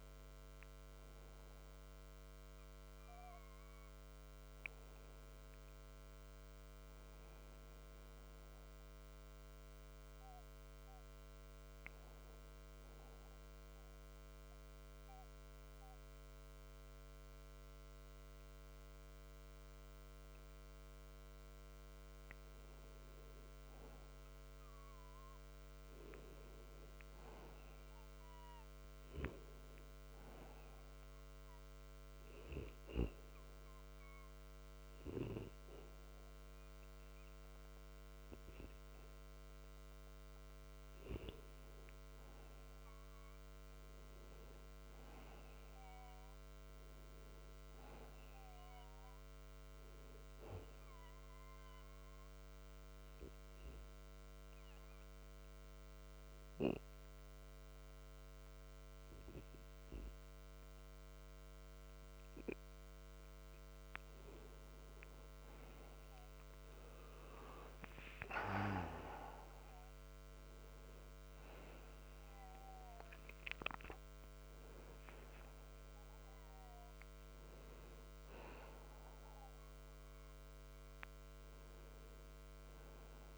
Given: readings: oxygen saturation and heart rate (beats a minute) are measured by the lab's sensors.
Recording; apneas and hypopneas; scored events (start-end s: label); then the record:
breathing in sleep by a microphone on the trachea; 3
0.00-15.00 s: oxygen desaturation (device-marked, oxygen 91% lowest)
12.50-22.50 s: obstructive apnea (oxygen 95% before, 92% lowest)
25.00-28.50 s: arousal
30.00-40.50 s: mixed apnea (oxygen 98% before, 90% lowest)
31.00-47.00 s: oxygen desaturation (device-marked, oxygen 98% before, 94% lowest)
43.00-46.50 s: arousal
51.00-63.50 s: obstructive apnea (oxygen 98% before, 90% lowest)
68.00-73.50 s: arousal
74.00-83.38 s: oxygen desaturation (device-marked, oxygen 96% before, 90% lowest)
From the record:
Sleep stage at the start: N2 (light sleep); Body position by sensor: on the back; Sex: male